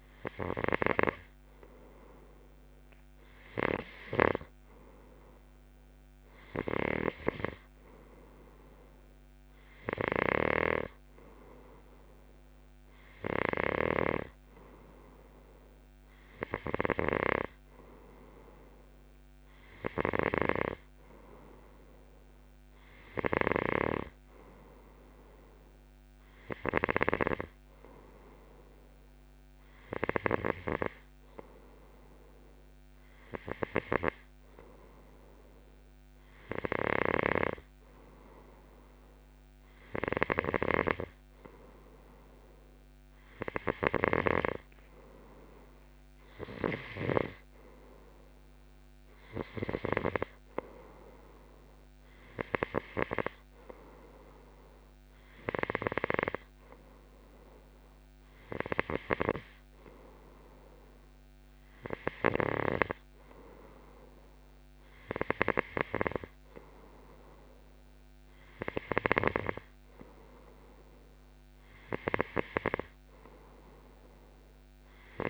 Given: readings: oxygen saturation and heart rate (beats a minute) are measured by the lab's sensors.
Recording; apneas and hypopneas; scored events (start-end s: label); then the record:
breathing in sleep by a microphone on the trachea; none
0.00-31.00 s: snoring (device-marked)
37.00-50.50 s: snoring (device-marked)
59.00-69.50 s: snoring (device-marked)
From the record:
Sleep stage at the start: N2 (light sleep); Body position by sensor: on the left side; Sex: male